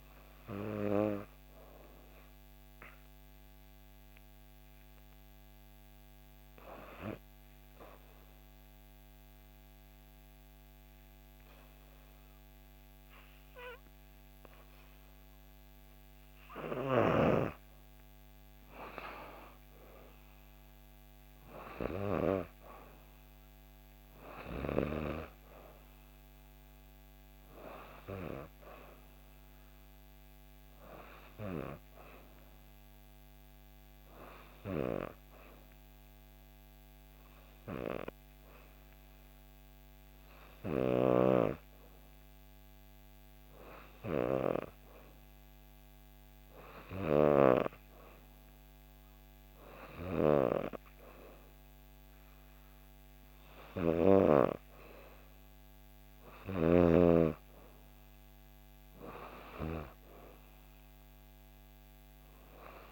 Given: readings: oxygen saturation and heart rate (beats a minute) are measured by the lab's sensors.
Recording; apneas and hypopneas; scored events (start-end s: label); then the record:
breathing in sleep by a microphone on the trachea; 2
6.00-17.00 s: obstructive apnea (oxygen 95% before, 91% lowest, heart rate 66 before, 62 extreme, up 5 after)
19.50-23.00 s: arousal
24.50-39.50 s: oxygen desaturation (device-marked, oxygen 95% before, 91% lowest, heart rate 64 before, 63 extreme)
32.00-43.50 s: hypopnea (oxygen 95% before, 91% lowest, heart rate 64 before, 63 extreme, up 2 after)
45.50-49.00 s: arousal
From the record:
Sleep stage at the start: N2 (light sleep); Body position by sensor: on the back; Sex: female